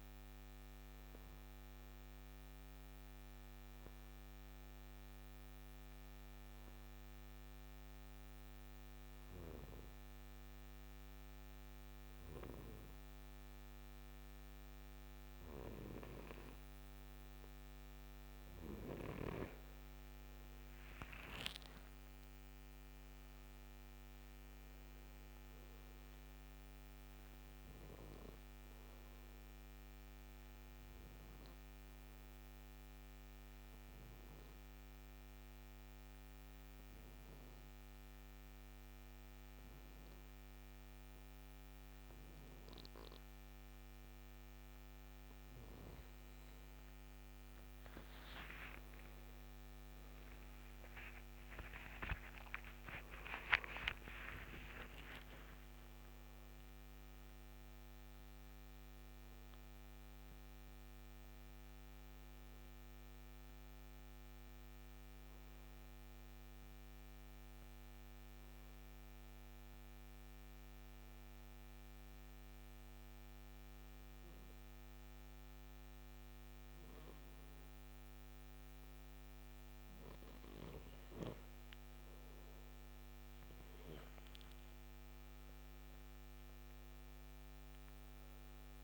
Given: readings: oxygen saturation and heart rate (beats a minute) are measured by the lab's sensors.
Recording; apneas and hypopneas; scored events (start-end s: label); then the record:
breathing in sleep by a microphone on the trachea; 3
0.00-10.00 s: oxygen desaturation (device-marked, oxygen 88% lowest, heart rate 55 extreme)
1.00-17.00 s: hypopnea (oxygen 95% before, 88% lowest, heart rate 68 before, 55 extreme, up 16 after)
19.50-23.50 s: arousal
23.00-42.00 s: oxygen desaturation (device-marked, oxygen 98% before, 92% lowest, heart rate 67 before, 55 extreme)
33.50-46.00 s: obstructive apnea (oxygen 98% before, 90% lowest, heart rate 67 before, 56 extreme)
48.50-53.50 s: arousal
56.00-69.00 s: oxygen desaturation (device-marked, oxygen 96% before, 91% lowest, heart rate 85 before, 56 extreme)
70.00-80.50 s: obstructive apnea (oxygen 96% before, 90% lowest, heart rate 85 before, 58 extreme, up 11 after)
82.00-86.00 s: arousal
82.00-88.84 s: oxygen desaturation (device-marked, oxygen 96% before, 90% lowest, heart rate 59 before, 58 extreme)
From the record:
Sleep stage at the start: N2 (light sleep); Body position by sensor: on the right side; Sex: male